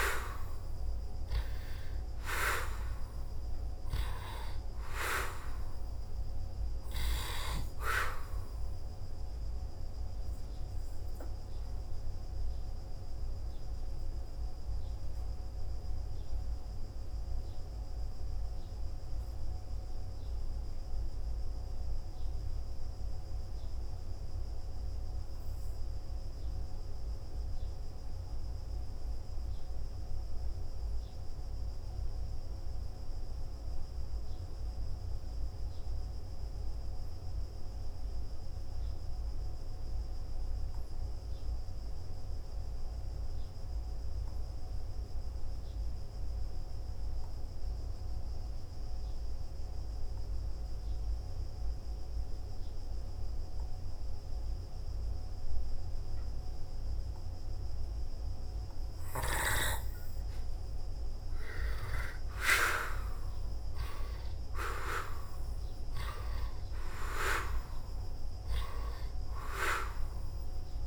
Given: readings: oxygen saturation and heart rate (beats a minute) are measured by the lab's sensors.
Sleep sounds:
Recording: breathing in sleep by a room microphone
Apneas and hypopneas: 1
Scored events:
0.50-5.50 s: arousal
14.50-59.00 s: hypopnea (oxygen 97% before, 86% lowest, heart rate 56 before, 48 extreme, up 7 after)
22.00-37.00 s: oxygen desaturation (device-marked, oxygen 97% before, 88% lowest, heart rate 59 before, 48 extreme)
62.50-67.50 s: arousal
From the record:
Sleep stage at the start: N2 (light sleep)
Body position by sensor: on the back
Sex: male

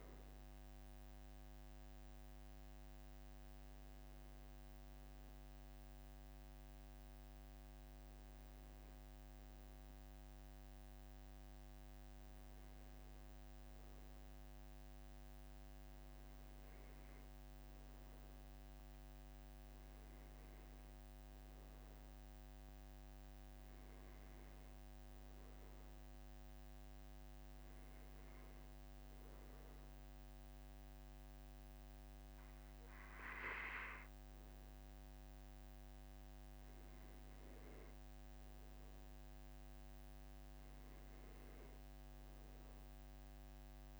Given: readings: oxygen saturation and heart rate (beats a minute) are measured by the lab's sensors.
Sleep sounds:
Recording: breathing in sleep, hard to hear, by a microphone on the trachea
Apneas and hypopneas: none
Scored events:
none scored
From the record:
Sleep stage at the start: N1 (lightest sleep)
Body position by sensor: on the back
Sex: male

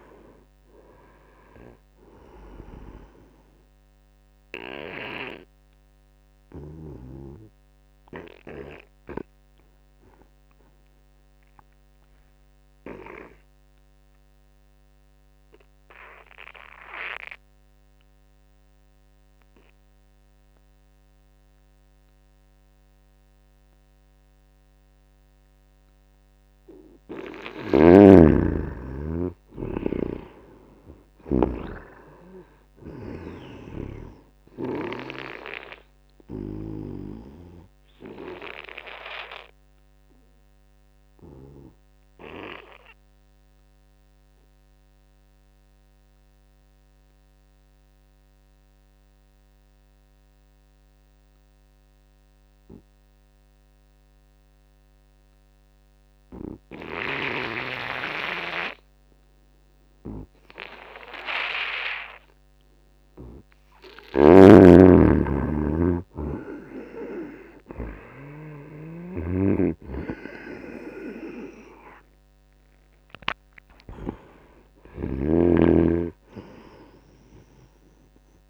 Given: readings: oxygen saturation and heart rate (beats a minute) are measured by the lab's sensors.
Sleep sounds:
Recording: breathing in sleep by a microphone on the trachea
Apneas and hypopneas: 2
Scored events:
0.00-11.00 s: oxygen desaturation (device-marked, oxygen 85% lowest, heart rate 71 extreme)
4.00-26.50 s: obstructive apnea (oxygen 97% before, 85% lowest, heart rate 80 before, 71 extreme, up 4 after)
27.50-31.50 s: snoring (device-marked)
28.00-50.00 s: oxygen desaturation (device-marked, oxygen 97% before, 86% lowest, heart rate 81 before, 67 extreme)
28.50-31.50 s: arousal
33.50-37.00 s: snoring (device-marked)
36.50-63.50 s: obstructive apnea (oxygen 98% before, 85% lowest, heart rate 77 before, 67 extreme, up 9 after)
61.00-78.50 s: oxygen desaturation (device-marked, oxygen 97% before, 85% lowest, heart rate 77 before, 69 extreme)
64.00-69.00 s: snoring (device-marked)
65.50-69.00 s: arousal
From the record:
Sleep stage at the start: N2 (light sleep)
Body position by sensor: on the back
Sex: male

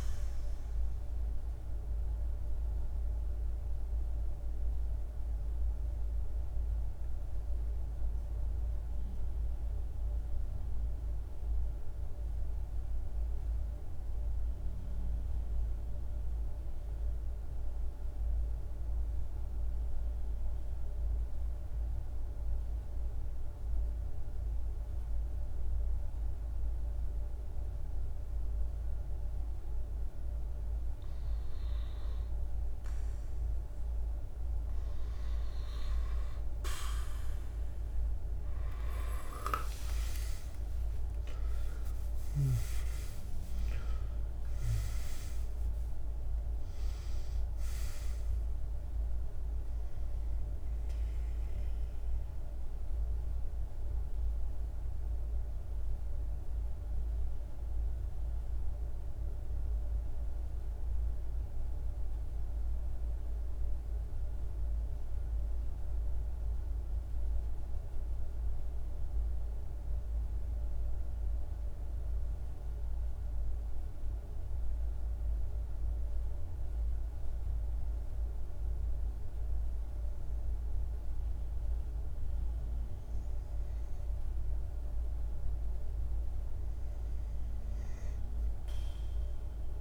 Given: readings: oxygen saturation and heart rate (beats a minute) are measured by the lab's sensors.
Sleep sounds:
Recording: breathing in sleep, hard to hear, by a room microphone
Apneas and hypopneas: 2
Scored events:
0.00-10.50 s: oxygen desaturation (device-marked, oxygen 89% lowest, heart rate 49 extreme)
0.50-31.00 s: mixed apnea (oxygen 98% before, 89% lowest, heart rate 55 before, 48 extreme, up 12 after)
28.50-62.50 s: oxygen desaturation (device-marked, oxygen 99% before, 89% lowest, heart rate 50 before, 46 extreme)
38.00-43.00 s: arousal
50.50-84.00 s: mixed apnea (oxygen 99% before, 89% lowest, heart rate 59 before, 46 extreme, up 6 after)
80.50-89.81 s: oxygen desaturation (device-marked, oxygen 99% before, 90% lowest, heart rate 47 before, 48 extreme)
From the record:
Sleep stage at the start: N2 (light sleep)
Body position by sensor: on the back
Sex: male

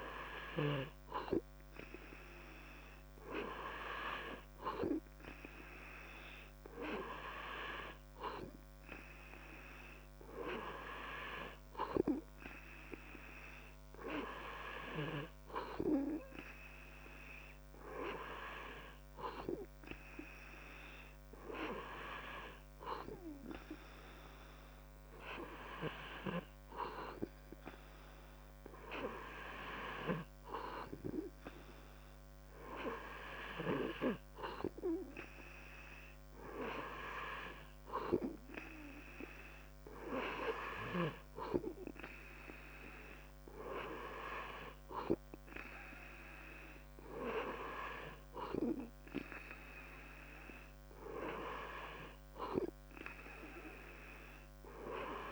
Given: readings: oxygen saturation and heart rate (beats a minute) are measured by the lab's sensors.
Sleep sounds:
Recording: breathing in sleep by a microphone on the trachea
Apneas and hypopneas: none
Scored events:
none scored
From the record:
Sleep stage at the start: N2 (light sleep)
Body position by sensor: on the back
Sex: male

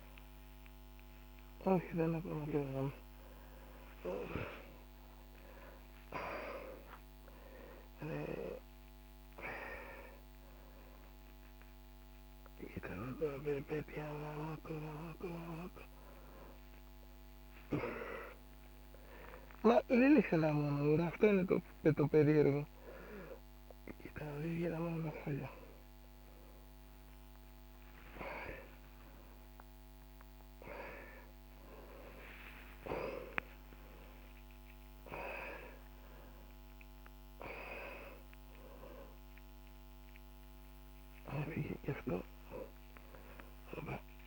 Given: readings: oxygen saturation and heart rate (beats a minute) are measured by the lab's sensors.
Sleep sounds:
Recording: a person awake in a sleep study, by a microphone on the trachea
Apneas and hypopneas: none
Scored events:
none scored
From the record:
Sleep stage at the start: awake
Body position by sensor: upright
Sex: male

